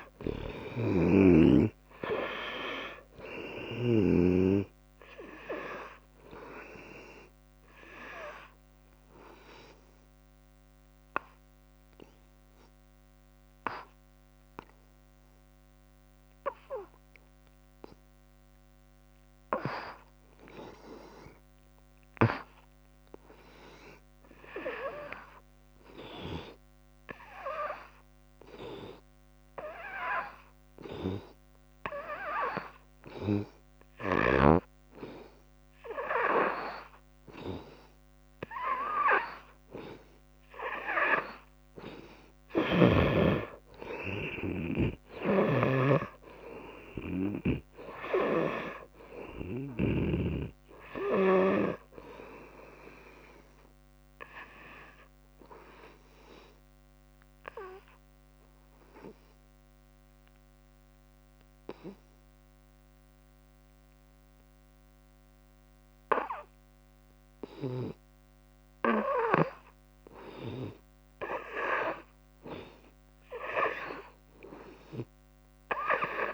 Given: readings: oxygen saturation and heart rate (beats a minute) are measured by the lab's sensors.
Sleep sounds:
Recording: breathing in sleep by a microphone on the trachea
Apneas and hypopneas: 3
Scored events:
0.00-2.50 s: arousal
0.00-4.00 s: snoring (device-marked)
0.00-17.00 s: oxygen desaturation (device-marked, oxygen 87% lowest, heart rate 70 extreme)
7.50-18.50 s: obstructive apnea (oxygen 98% before, 87% lowest, heart rate 74 before, 70 extreme, up 5 after)
20.50-24.50 s: arousal
28.00-41.50 s: hypopnea (oxygen 97% before, 88% lowest, heart rate 73 before, 69 extreme, up 3 after)
29.00-61.00 s: oxygen desaturation (device-marked, oxygen 97% before, 89% lowest, heart rate 72 before, 69 extreme)
42.50-50.00 s: snoring (device-marked)
43.50-48.50 s: arousal
55.00-69.00 s: obstructive apnea (oxygen 96% before, 88% lowest, heart rate 74 before, 70 extreme, up 3 after)
62.00-64.00 s: long interval between heartbeats (device-marked, heart rate 73 before, 79 extreme)
From the record:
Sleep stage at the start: N2 (light sleep)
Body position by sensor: on the right side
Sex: female

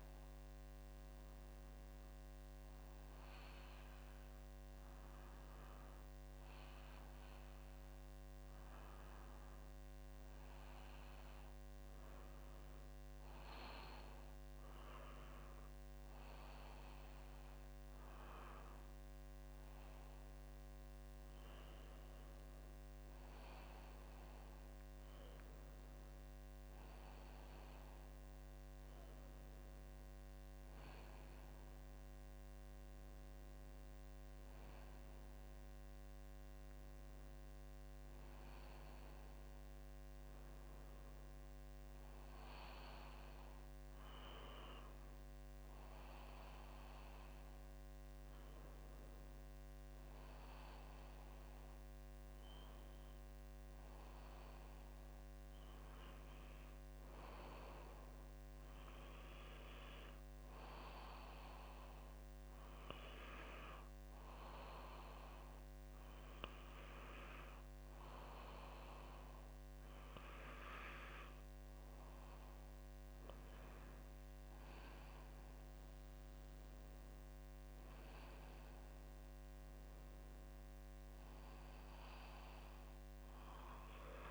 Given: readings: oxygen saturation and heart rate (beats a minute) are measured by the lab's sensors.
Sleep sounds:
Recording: breathing in sleep by a microphone on the trachea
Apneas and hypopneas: none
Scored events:
none scored
From the record:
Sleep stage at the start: N2 (light sleep)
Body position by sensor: on the back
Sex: female

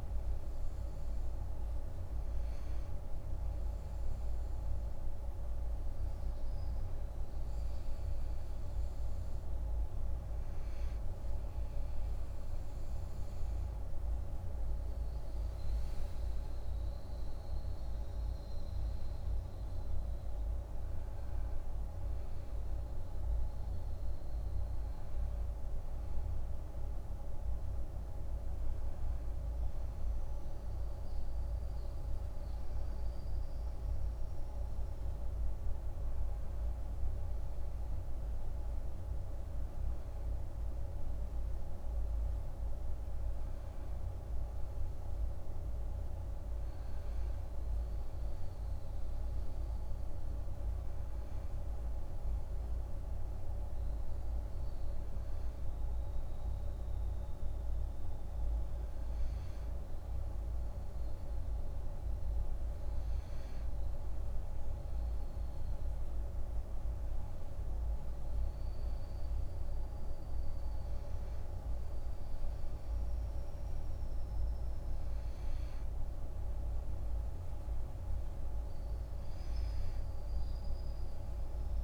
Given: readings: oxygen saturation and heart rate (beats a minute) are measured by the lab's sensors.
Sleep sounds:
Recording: breathing in sleep, hard to hear, by a room microphone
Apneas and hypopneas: none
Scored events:
none scored
From the record:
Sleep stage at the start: N2 (light sleep)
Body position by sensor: on the back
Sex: male

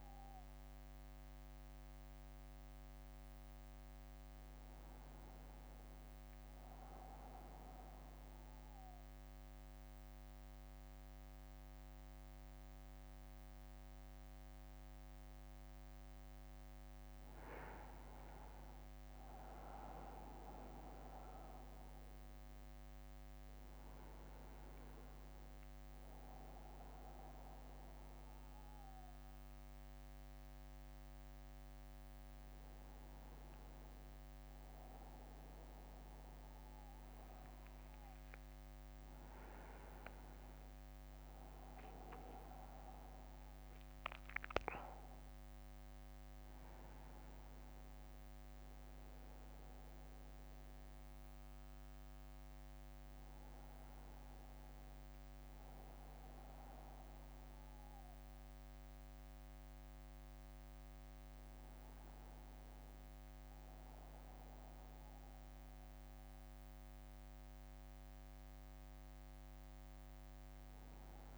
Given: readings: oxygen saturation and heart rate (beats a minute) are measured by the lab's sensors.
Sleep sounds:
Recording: breathing in sleep by a microphone on the trachea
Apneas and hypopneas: 1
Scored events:
0.00-3.00 s: arousal
7.50-17.50 s: central apnea (oxygen 97% before, 95% lowest, heart rate 62 before, 63 extreme, up 5 after)
19.50-23.50 s: arousal
From the record:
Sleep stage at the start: N1 (lightest sleep)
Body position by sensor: on the front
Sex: male

